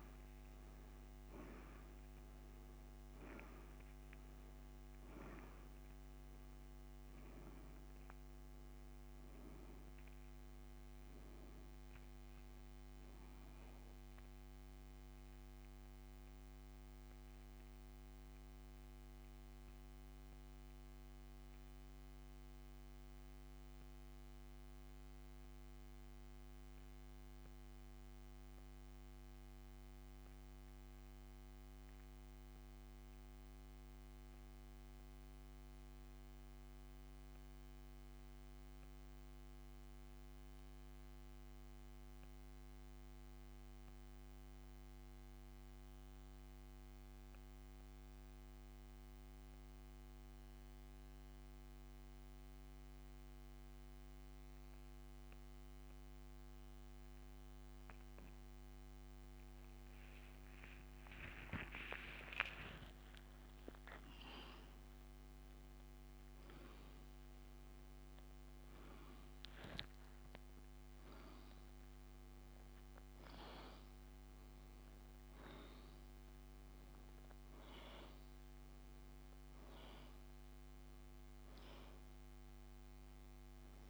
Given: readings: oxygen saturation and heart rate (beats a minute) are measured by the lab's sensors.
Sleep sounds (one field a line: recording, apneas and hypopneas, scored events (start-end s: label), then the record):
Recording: breathing in sleep by a microphone on the trachea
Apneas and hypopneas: 1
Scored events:
4.50-13.50 s: oxygen desaturation (device-marked, oxygen 96% before, 93% lowest)
15.50-58.50 s: central apnea (oxygen 97% before, 85% lowest)
41.50-57.50 s: oxygen desaturation (device-marked, oxygen 92% before, 85% lowest, heart rate 48 before, 37 extreme)
61.50-67.00 s: arousal
From the record:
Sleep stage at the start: N2 (light sleep)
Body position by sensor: on the back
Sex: male